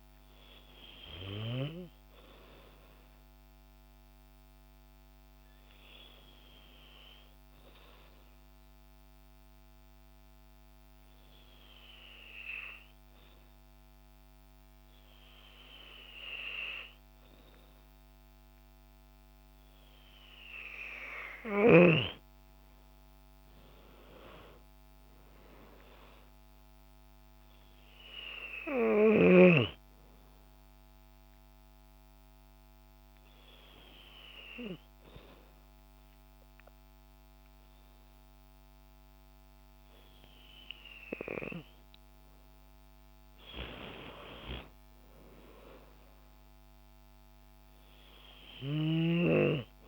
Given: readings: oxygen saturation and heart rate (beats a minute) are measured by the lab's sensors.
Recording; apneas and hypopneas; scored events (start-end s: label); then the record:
breathing in sleep by a microphone on the trachea; 2
0.00-15.00 s: oxygen desaturation (device-marked, oxygen 93% lowest, heart rate 70 extreme)
6.50-21.00 s: obstructive apnea (oxygen 96% before, 92% lowest, heart rate 127 before, 59 extreme, up 35 after)
23.00-26.50 s: arousal
24.00-49.00 s: oxygen desaturation (device-marked, oxygen 96% before, 92% lowest, heart rate 111 before, 59 extreme)
30.50-41.00 s: hypopnea (oxygen 96% before, 92% lowest, heart rate 101 before, 59 extreme, up 5 after)
43.00-46.50 s: arousal
From the record:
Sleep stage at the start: N2 (light sleep); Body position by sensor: on the back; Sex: female